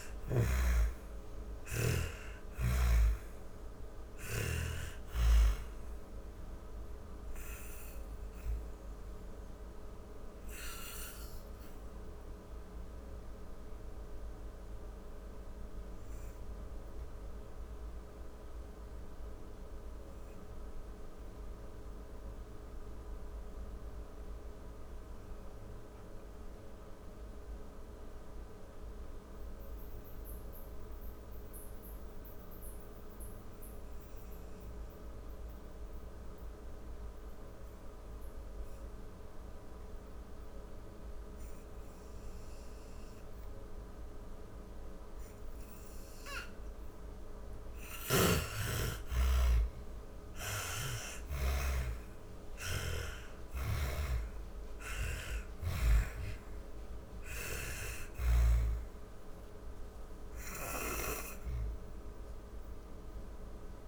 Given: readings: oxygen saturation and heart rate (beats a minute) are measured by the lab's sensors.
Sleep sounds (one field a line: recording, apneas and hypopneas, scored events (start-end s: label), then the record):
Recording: breathing in sleep by a room microphone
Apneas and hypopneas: 1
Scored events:
0.00-2.00 s: arousal
0.00-21.00 s: oxygen desaturation (device-marked, oxygen 82% lowest, heart rate 49 extreme)
15.00-36.00 s: obstructive apnea (oxygen 97% before, 82% lowest, heart rate 137 before, 50 extreme)
40.00-63.88 s: oxygen desaturation (device-marked, oxygen 98% before, 88% lowest, heart rate 63 before, 37 extreme)
46.00-50.00 s: snoring (device-marked)
47.50-52.50 s: arousal
52.00-56.50 s: snoring (device-marked)
From the record:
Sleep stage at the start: N2 (light sleep)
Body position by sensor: on the back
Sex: female